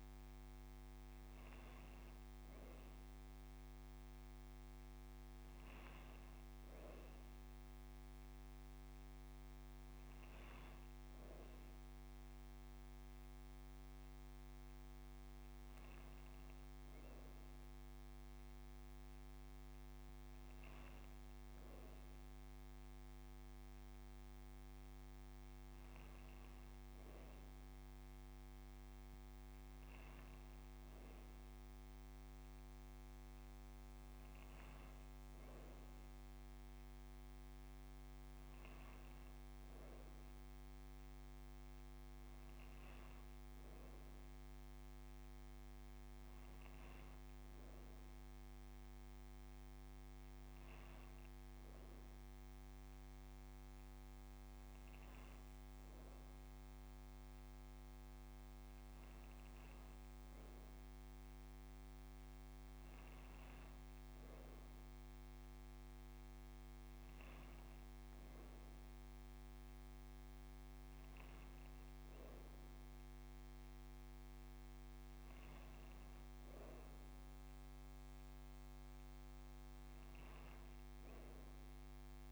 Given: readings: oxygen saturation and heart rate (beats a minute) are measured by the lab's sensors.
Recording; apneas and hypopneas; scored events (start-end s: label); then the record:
breathing in sleep, hard to hear, by a microphone on the trachea; none
39.00-41.00 s: long interval between heartbeats (device-marked)
From the record:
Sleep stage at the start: N2 (light sleep); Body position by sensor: on the right side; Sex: female